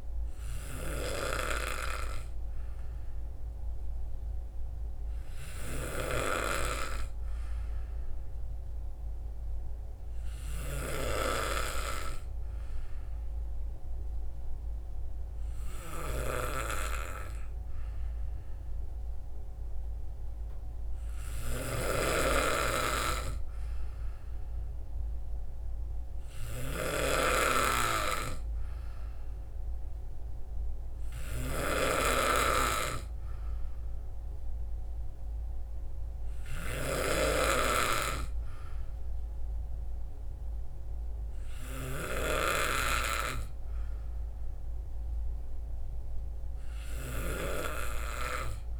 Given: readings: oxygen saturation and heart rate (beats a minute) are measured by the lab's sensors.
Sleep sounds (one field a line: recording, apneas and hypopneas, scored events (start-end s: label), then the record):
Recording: breathing in sleep by a room microphone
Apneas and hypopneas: 1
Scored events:
5.50-8.50 s: arousal
11.00-22.00 s: hypopnea (oxygen 93% before, 90% lowest, heart rate 61 before, 61 extreme, up 2 after)
23.50-27.00 s: arousal
From the record:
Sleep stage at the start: N2 (light sleep)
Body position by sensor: on the back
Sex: male